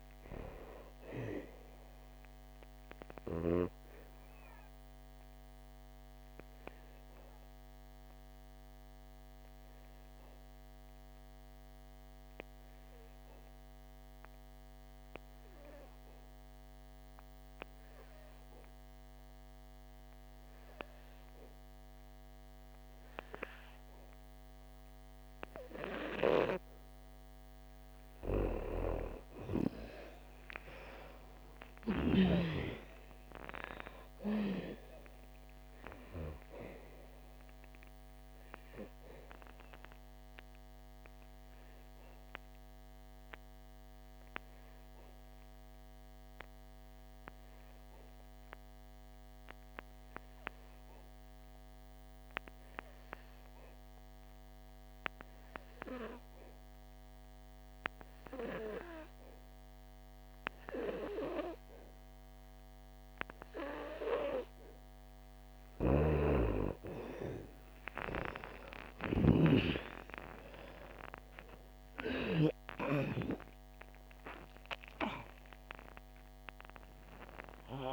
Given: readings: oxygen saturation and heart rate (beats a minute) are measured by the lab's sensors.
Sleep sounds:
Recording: breathing in sleep by a microphone on the trachea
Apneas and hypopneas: 2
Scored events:
0.00-25.50 s: oxygen desaturation (device-marked, oxygen 87% lowest, heart rate 59 extreme)
4.50-28.00 s: obstructive apnea (oxygen 99% before, 87% lowest, heart rate 83 before, 59 extreme, up 52 after)
27.50-59.50 s: oxygen desaturation (device-marked, oxygen 99% before, 87% lowest, heart rate 65 before, 52 extreme)
28.50-32.50 s: snoring (device-marked)
30.50-34.50 s: arousal
39.50-65.50 s: obstructive apnea (oxygen 99% before, 87% lowest, heart rate 84 before, 52 extreme, up 35 after)
65.50-72.50 s: snoring (device-marked)
68.50-74.50 s: arousal
71.50-77.92 s: oxygen desaturation (device-marked, oxygen 98% before, 87% lowest, heart rate 79 before, 56 extreme)
From the record:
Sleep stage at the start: N2 (light sleep)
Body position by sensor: on the back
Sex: female

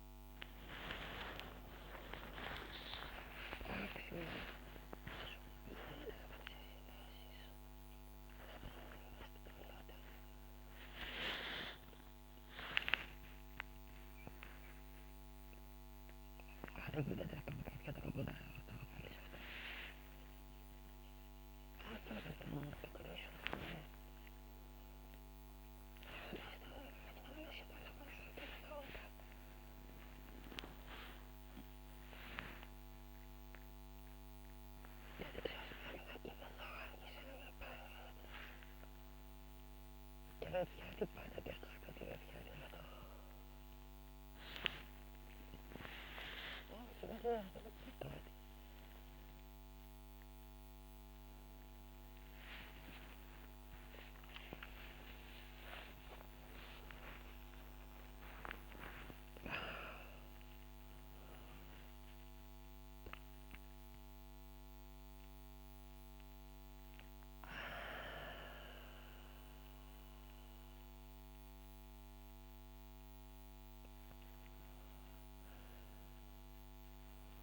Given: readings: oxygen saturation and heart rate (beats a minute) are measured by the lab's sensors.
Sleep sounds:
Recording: a person awake in a sleep study, by a microphone on the trachea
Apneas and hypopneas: none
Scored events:
0.00-17.00 s: oxygen desaturation (device-marked, oxygen 96% lowest, heart rate 77 extreme)
From the record:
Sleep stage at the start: awake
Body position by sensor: on the back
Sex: female

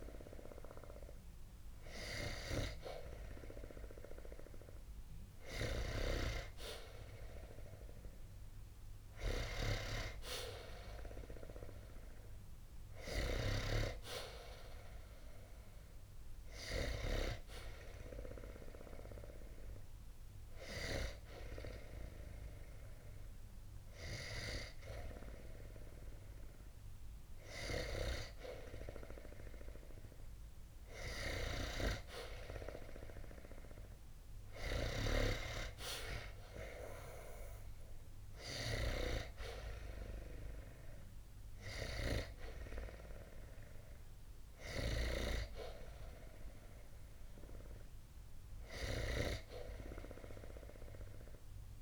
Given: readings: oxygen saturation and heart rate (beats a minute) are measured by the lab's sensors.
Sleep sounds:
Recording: breathing in sleep by a room microphone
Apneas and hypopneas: 1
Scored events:
20.00-31.00 s: hypopnea (oxygen 93% before, 91% lowest, heart rate 68 before, 60 extreme)
33.00-37.00 s: arousal
From the record:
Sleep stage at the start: N2 (light sleep)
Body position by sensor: on the back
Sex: male

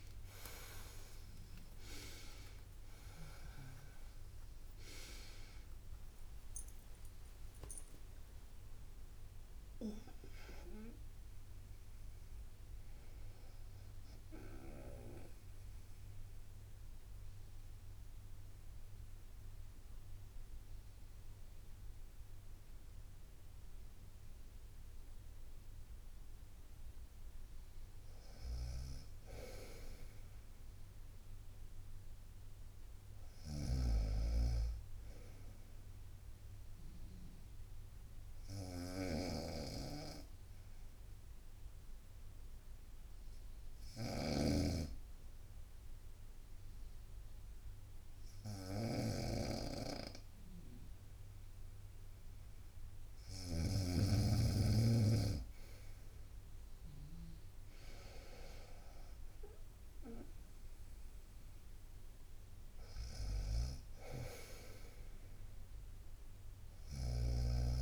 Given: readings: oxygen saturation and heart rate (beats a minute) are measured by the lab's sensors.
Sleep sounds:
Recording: breathing in sleep by a room microphone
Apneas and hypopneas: 2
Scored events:
0.00-1.00 s: long interval between heartbeats (device-marked, heart rate 73 extreme)
0.00-1.50 s: arousal
0.00-13.50 s: oxygen desaturation (device-marked, oxygen 92% lowest, heart rate 60 extreme)
0.00-18.50 s: drop in pulse transit time (device-marked, heart rate 67 extreme)
0.50-30.50 s: new sleep stage, N1 (lightest sleep)
7.00-9.00 s: long interval between heartbeats (device-marked, heart rate 67 before, 86 extreme)
15.50-27.50 s: mixed apnea (oxygen 95% before, 90% lowest, heart rate 78 before, 60 extreme, up 4 after)
20.50-31.50 s: oxygen desaturation (device-marked, oxygen 94% before, 90% lowest, heart rate 78 before, 61 extreme)
28.00-53.50 s: snoring (device-marked)
30.50-67.82 s: new sleep stage, N2 (light sleep)
31.00-35.50 s: arousal
39.00-52.50 s: obstructive apnea (oxygen 99% before, 95% lowest, heart rate 62 before, 61 extreme, up 3 after)
58.00-62.00 s: arousal
59.50-67.82 s: drop in pulse transit time (device-marked, heart rate 63 before, 63 extreme)
63.00-67.82 s: snoring (device-marked)
From the record:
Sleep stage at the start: N2 (light sleep)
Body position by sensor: on the right side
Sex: female

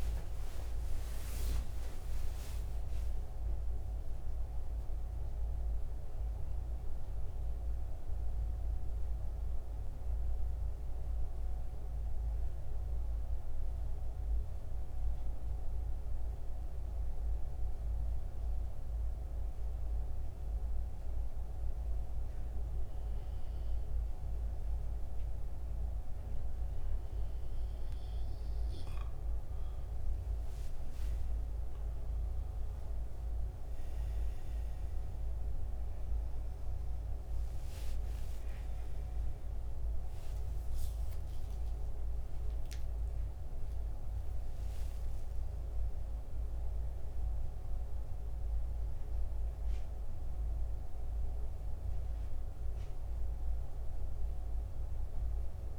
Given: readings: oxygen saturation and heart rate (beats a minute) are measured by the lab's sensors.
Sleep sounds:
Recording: breathing in sleep, hard to hear, by a room microphone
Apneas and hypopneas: 1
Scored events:
0.00-5.00 s: oxygen desaturation (device-marked, oxygen 86% lowest, heart rate 68 extreme)
4.00-8.00 s: arousal
12.50-29.50 s: hypopnea (oxygen 93% before, 88% lowest, heart rate 84 before, 68 extreme, up 14 after)
29.00-45.00 s: oxygen desaturation (device-marked, oxygen 95% before, 88% lowest, heart rate 71 before, 66 extreme)
31.00-35.00 s: arousal
From the record:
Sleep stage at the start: N2 (light sleep)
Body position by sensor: on the back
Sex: male

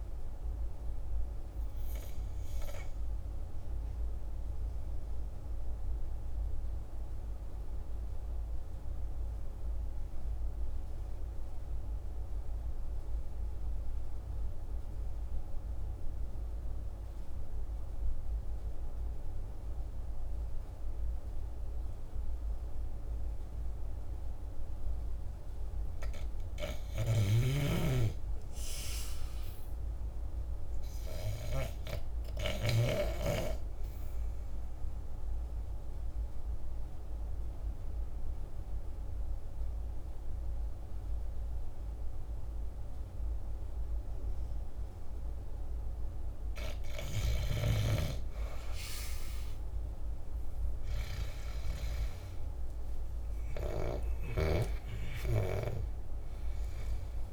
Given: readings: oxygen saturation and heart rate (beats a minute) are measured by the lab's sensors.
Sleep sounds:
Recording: breathing in sleep by a room microphone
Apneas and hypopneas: 2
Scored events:
0.00-8.50 s: oxygen desaturation (device-marked, oxygen 91% lowest, heart rate 46 extreme)
4.00-25.00 s: obstructive apnea (oxygen 99% before, 78% lowest, heart rate 51 before, 46 extreme, up 8 after)
15.50-54.50 s: oxygen desaturation (device-marked, oxygen 97% before, 78% lowest, heart rate 48 before, 48 extreme)
26.50-31.00 s: arousal
36.00-46.50 s: obstructive apnea (oxygen 97% before, 78% lowest, heart rate 51 before, 48 extreme, up 16 after)
48.00-52.50 s: arousal
From the record:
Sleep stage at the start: N2 (light sleep)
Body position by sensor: on the back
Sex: male

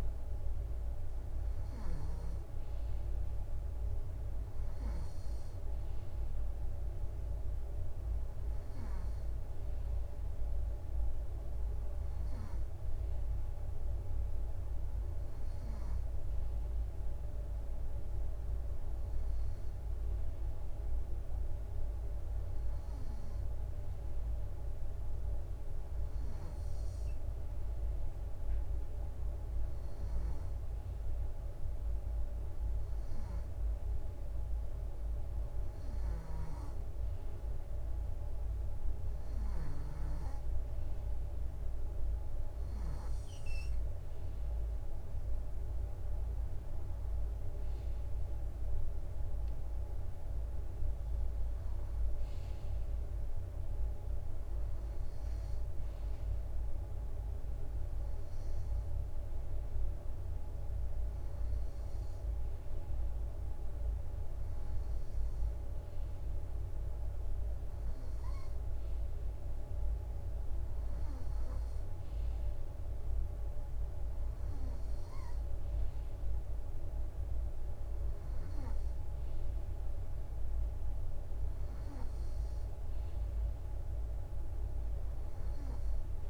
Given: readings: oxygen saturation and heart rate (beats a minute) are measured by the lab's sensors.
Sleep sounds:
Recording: breathing in sleep, hard to hear, by a room microphone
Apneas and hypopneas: none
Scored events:
none scored
From the record:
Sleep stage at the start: N2 (light sleep)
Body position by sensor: on the right side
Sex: male

